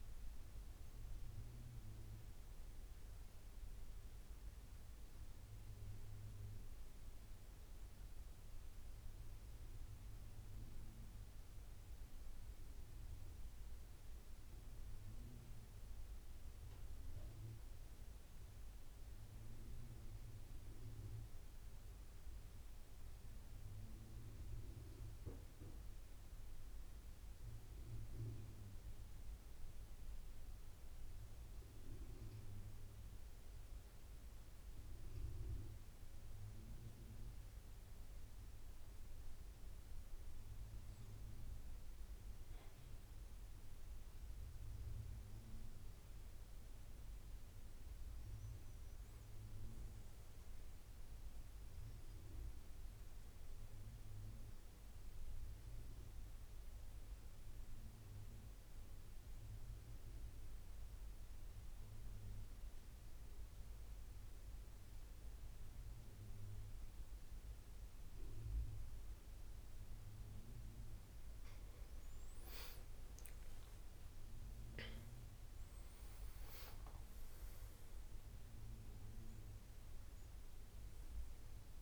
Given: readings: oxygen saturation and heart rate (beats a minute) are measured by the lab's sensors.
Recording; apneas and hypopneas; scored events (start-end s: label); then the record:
breathing in sleep, hard to hear, by a room microphone; 3
0.00-12.00 s: oxygen desaturation (device-marked, oxygen 87% lowest, heart rate 71 extreme)
7.50-18.50 s: central apnea (oxygen 94% before, 87% lowest, heart rate 88 before, 71 extreme, up 14 after)
22.00-25.50 s: arousal
31.00-36.00 s: oxygen desaturation (device-marked, oxygen 98% before, 94% lowest, heart rate 78 before, 77 extreme)
31.00-42.50 s: mixed apnea (oxygen 98% before, 89% lowest, heart rate 78 before, 76 extreme, up 10 after)
44.50-48.50 s: arousal
47.00-67.00 s: oxygen desaturation (device-marked, oxygen 95% before, 89% lowest, heart rate 81 before, 76 extreme)
55.50-70.00 s: obstructive apnea (oxygen 98% before, 89% lowest, heart rate 82 before, 76 extreme, up 16 after)
72.50-77.50 s: arousal
80.00-81.82 s: oxygen desaturation (device-marked, oxygen 95% before, 89% lowest, heart rate 83 before, 78 extreme)
From the record:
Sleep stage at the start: N2 (light sleep); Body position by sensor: on the back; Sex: male